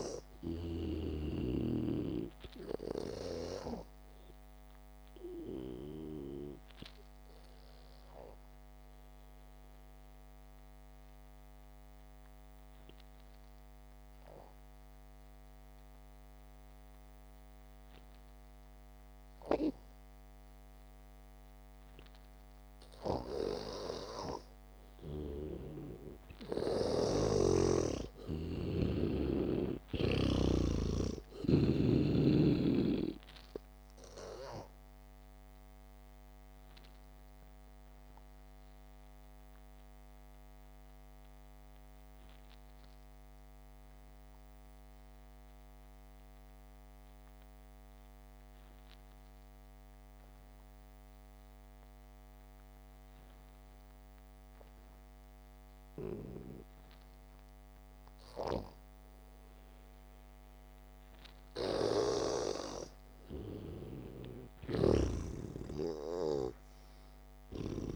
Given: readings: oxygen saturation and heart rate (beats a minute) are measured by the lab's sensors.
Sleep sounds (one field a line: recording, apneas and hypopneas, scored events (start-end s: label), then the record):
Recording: breathing in sleep by a microphone on the trachea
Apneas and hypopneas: 2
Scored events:
0.00-2.00 s: snoring (device-marked)
4.50-24.00 s: obstructive apnea (oxygen 94% before, 86% lowest, heart rate 58 before, 48 extreme, up 0 after)
16.50-24.50 s: oxygen desaturation (device-marked, oxygen 93% before, 86% lowest, heart rate 58 before, 48 extreme)
26.50-30.50 s: arousal
27.50-31.00 s: snoring (device-marked)
36.50-57.50 s: obstructive apnea (oxygen 97% before, 86% lowest, heart rate 57 before, 49 extreme)
40.50-57.50 s: oxygen desaturation (device-marked, oxygen 95% before, 86% lowest, heart rate 55 before, 49 extreme)
62.00-66.50 s: arousal
62.50-67.96 s: snoring (device-marked)
From the record:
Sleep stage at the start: N2 (light sleep)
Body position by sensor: on the back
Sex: male